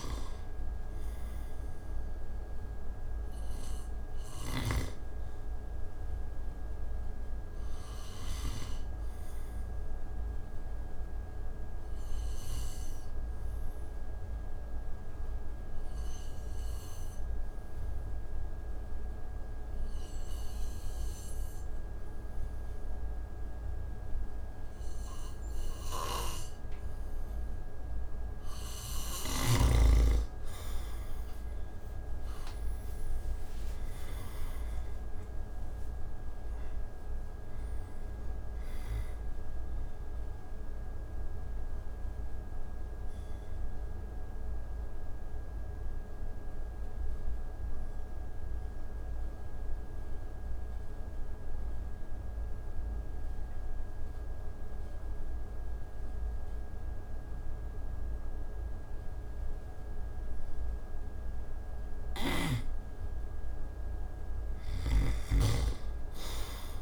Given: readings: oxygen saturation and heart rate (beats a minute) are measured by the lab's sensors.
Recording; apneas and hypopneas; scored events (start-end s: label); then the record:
breathing in sleep by a room microphone; 2
0.00-1.50 s: arousal
0.00-4.50 s: snoring (device-marked)
7.50-28.00 s: obstructive apnea (oxygen 97% before, 84% lowest)
8.50-23.50 s: oxygen desaturation (device-marked, oxygen 97% before, 91% lowest)
30.50-34.50 s: arousal
30.50-46.50 s: oxygen desaturation (device-marked, oxygen 93% before, 86% lowest)
39.50-61.00 s: obstructive apnea (oxygen 94% before, 83% lowest)
52.50-59.50 s: oxygen desaturation (device-marked, oxygen 89% before, 85% lowest)
64.00-66.82 s: snoring (device-marked)
64.50-66.82 s: oxygen desaturation (device-marked, oxygen 97% before, 83% lowest)
From the record:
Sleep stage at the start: N2 (light sleep); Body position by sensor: on the back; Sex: male